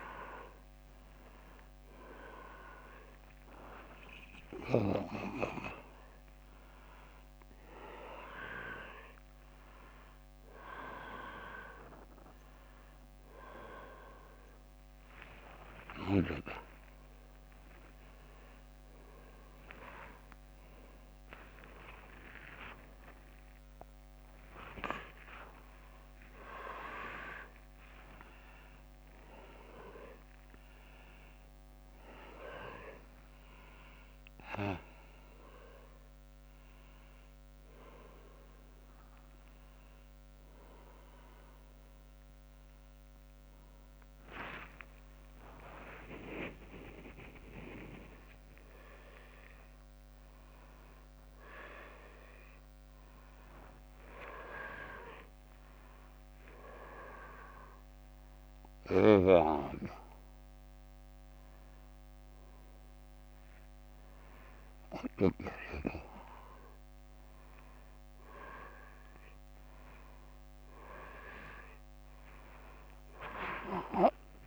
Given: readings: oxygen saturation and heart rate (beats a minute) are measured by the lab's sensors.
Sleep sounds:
a person awake in a sleep study, by a microphone on the trachea; none
32.50-52.50 s: oxygen desaturation (device-marked, oxygen 95% before, 91% lowest, heart rate 126 before, 58 extreme)
58.50-65.00 s: snoring (device-marked)
71.50-74.47 s: oxygen desaturation (device-marked, oxygen 97% before, 92% lowest, heart rate 102 before, 28 extreme)
From the record:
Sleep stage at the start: awake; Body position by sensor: upright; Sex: male

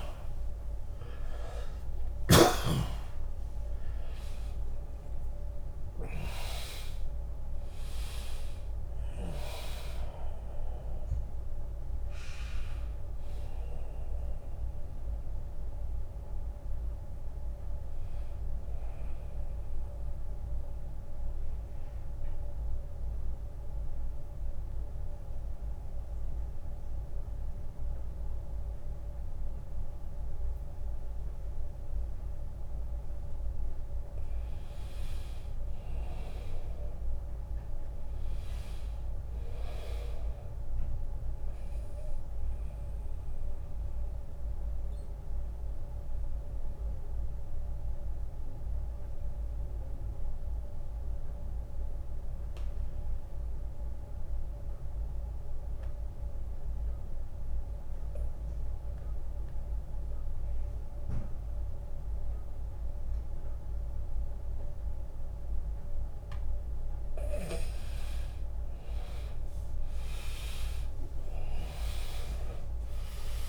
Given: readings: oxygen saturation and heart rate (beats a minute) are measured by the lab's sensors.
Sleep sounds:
breathing in sleep by a room microphone; 2
0.00-4.50 s: arousal
0.00-28.50 s: oxygen desaturation (device-marked, oxygen 83% lowest, heart rate 68 extreme)
1.50-14.50 s: drop in pulse transit time (device-marked, heart rate 75 before, 82 extreme)
20.00-33.50 s: mixed apnea (oxygen 100% before, 83% lowest, heart rate 83 before, 68 extreme, up 11 after)
35.50-39.00 s: arousal
43.00-65.50 s: mixed apnea (oxygen 100% before, 84% lowest, heart rate 75 before, 70 extreme, up 16 after)
48.50-56.50 s: oxygen desaturation (device-marked, oxygen 100% before, 94% lowest, heart rate 74 before, 70 extreme)
53.00-55.00 s: long interval between heartbeats (device-marked, heart rate 75 before, 78 extreme)
65.50-73.49 s: oxygen desaturation (device-marked, oxygen 99% before, 84% lowest, heart rate 76 before, 71 extreme)
70.00-73.49 s: arousal
70.50-73.49 s: drop in pulse transit time (device-marked, heart rate 78 before, 71 extreme)
From the record:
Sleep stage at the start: N2 (light sleep); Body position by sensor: on the back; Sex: male

